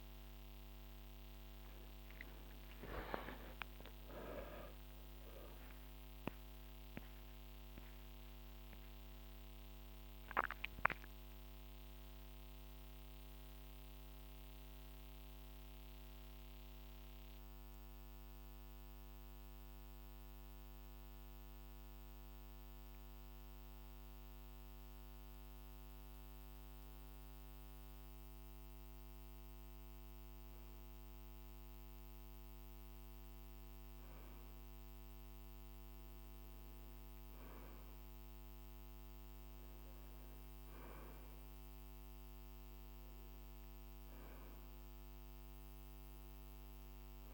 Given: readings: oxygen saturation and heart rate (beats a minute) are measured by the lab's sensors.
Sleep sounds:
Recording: breathing in sleep by a microphone on the trachea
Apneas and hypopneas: 1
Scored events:
7.50-24.00 s: central apnea (oxygen 98% before, 95% lowest, heart rate 52 before, 46 extreme, up 2 after)
24.00-28.00 s: arousal
24.00-47.34 s: new sleep stage, N2 (light sleep)
35.00-47.34 s: oxygen desaturation (device-marked, oxygen 98% before, 95% lowest, heart rate 48 before, 48 extreme)
From the record:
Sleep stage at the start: N1 (lightest sleep)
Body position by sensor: on the right side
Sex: male

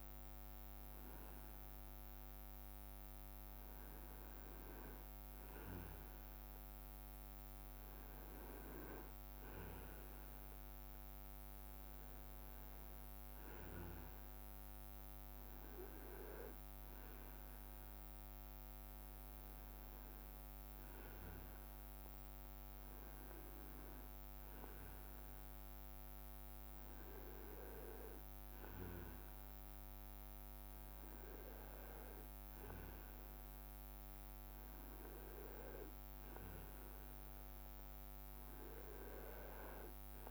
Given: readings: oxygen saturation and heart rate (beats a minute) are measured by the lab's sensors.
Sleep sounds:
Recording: breathing in sleep by a microphone on the trachea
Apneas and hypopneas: none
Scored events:
none scored
From the record:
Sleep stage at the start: N2 (light sleep)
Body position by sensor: on the right side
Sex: male

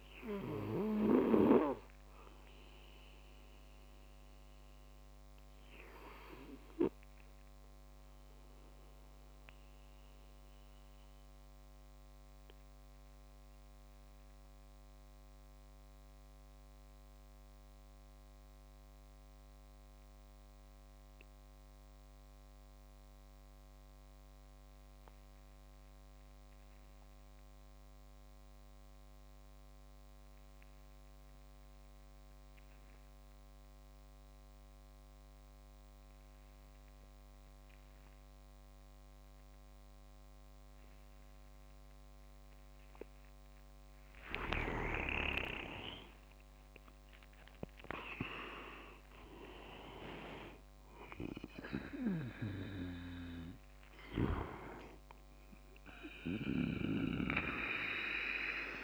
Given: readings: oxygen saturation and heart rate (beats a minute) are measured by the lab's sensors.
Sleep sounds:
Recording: breathing in sleep by a microphone on the trachea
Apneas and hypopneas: 1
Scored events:
0.00-1.00 s: oxygen desaturation (device-marked, oxygen 96% lowest)
0.00-1.00 s: snoring (device-marked)
7.00-45.00 s: obstructive apnea (oxygen 99% before, 93% lowest)
36.00-58.84 s: oxygen desaturation (device-marked, oxygen 99% before, 93% lowest)
43.50-49.50 s: leg movement (device-marked)
47.00-50.00 s: arousal
53.50-58.84 s: snoring (device-marked)
From the record:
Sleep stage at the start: N2 (light sleep)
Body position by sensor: on the back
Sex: male

